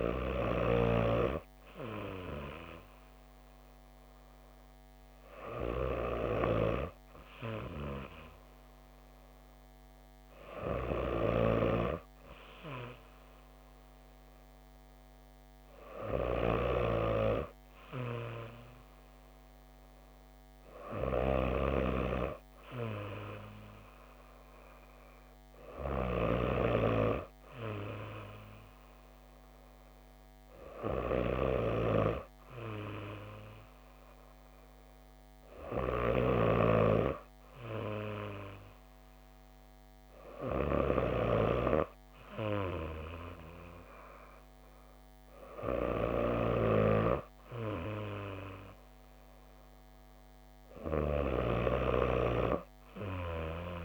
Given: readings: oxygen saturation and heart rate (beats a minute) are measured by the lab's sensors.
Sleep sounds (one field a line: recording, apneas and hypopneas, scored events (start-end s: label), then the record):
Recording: breathing in sleep by a microphone on the trachea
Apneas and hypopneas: none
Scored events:
none scored
From the record:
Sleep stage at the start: N2 (light sleep)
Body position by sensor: on the back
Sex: female